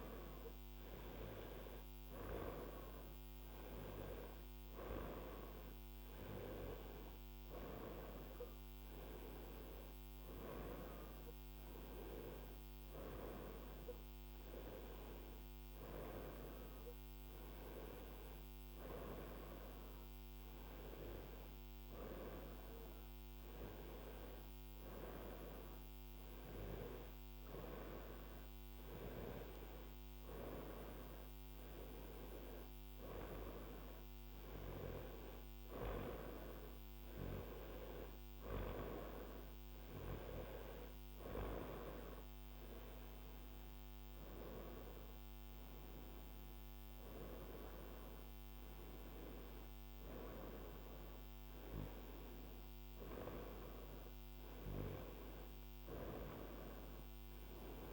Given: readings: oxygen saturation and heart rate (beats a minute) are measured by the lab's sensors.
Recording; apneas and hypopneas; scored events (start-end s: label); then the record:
breathing in sleep by a microphone on the trachea; none
none scored
From the record:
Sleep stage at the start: N1 (lightest sleep); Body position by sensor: on the right side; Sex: female